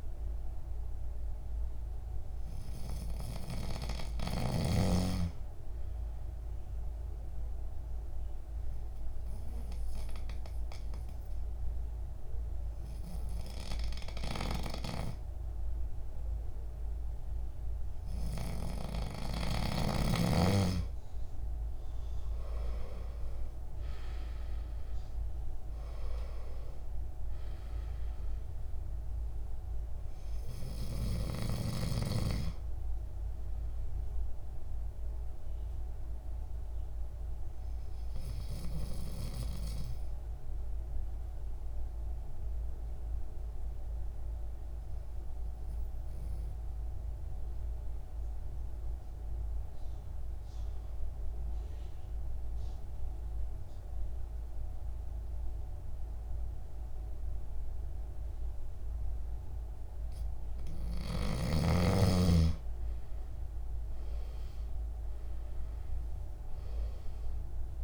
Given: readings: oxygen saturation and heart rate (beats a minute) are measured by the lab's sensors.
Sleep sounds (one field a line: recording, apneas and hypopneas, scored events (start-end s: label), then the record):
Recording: breathing in sleep by a room microphone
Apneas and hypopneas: 2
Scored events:
6.00-19.50 s: obstructive apnea (oxygen 97% before, 92% lowest, heart rate 56 before, 53 extreme, up 8 after)
22.00-25.50 s: arousal
31.50-48.50 s: oxygen desaturation (device-marked, oxygen 96% before, 92% lowest, heart rate 58 before, 53 extreme)
40.00-59.00 s: obstructive apnea (oxygen 96% before, 92% lowest, heart rate 58 before, 52 extreme, up 10 after)
62.50-67.84 s: oxygen desaturation (device-marked, oxygen 98% before, 92% lowest, heart rate 55 before, 52 extreme)
64.00-67.50 s: arousal
From the record:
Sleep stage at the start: N2 (light sleep)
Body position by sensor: on the back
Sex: male